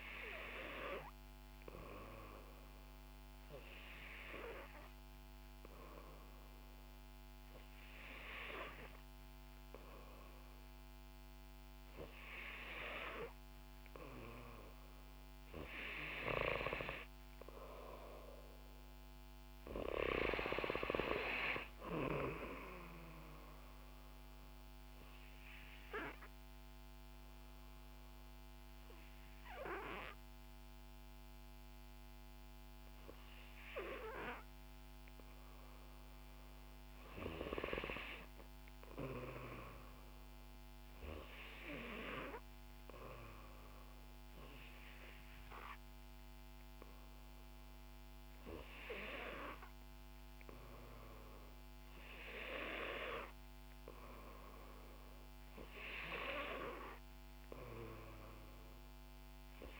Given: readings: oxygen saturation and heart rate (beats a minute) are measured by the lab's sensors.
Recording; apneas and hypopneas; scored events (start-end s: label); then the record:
breathing in sleep by a microphone on the trachea; 2
0.00-9.50 s: oxygen desaturation (device-marked, oxygen 90% lowest, heart rate 62 extreme)
3.00-13.50 s: hypopnea (oxygen 93% before, 88% lowest, heart rate 65 before, 62 extreme, up 4 after)
15.50-19.50 s: arousal
18.50-41.50 s: oxygen desaturation (device-marked, oxygen 91% before, 88% lowest, heart rate 64 before, 63 extreme)
25.00-36.50 s: obstructive apnea (oxygen 92% before, 88% lowest, heart rate 64 before, 63 extreme, up 1 after)
44.00-47.50 s: arousal
From the record:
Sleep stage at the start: N3 (deep sleep); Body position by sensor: on the back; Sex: female